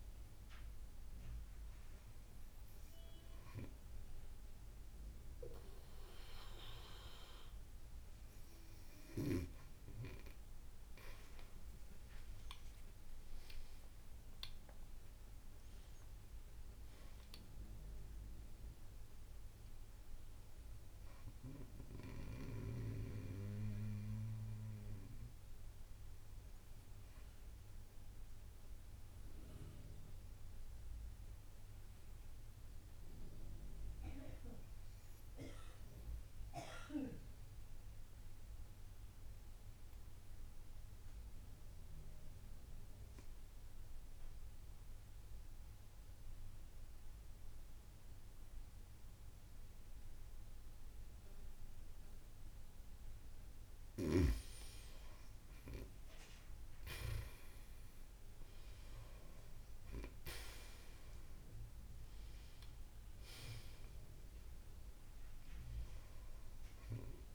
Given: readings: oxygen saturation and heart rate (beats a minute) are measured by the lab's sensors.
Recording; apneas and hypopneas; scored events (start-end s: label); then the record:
breathing in sleep by a room microphone; 1
17.50-19.50 s: long interval between heartbeats (device-marked)
20.00-22.00 s: long interval between heartbeats (device-marked)
21.00-25.00 s: arousal
22.50-24.50 s: long interval between heartbeats (device-marked)
27.00-29.00 s: long interval between heartbeats (device-marked)
29.00-53.50 s: mixed apnea (oxygen 95% before, 90% lowest)
38.50-40.50 s: long interval between heartbeats (device-marked)
54.00-67.35 s: oxygen desaturation (device-marked, oxygen 95% before, 90% lowest)
56.00-60.50 s: arousal
59.50-61.50 s: long interval between heartbeats (device-marked)
64.50-66.50 s: long interval between heartbeats (device-marked)
From the record:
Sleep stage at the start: N2 (light sleep); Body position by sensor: on the right side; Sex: female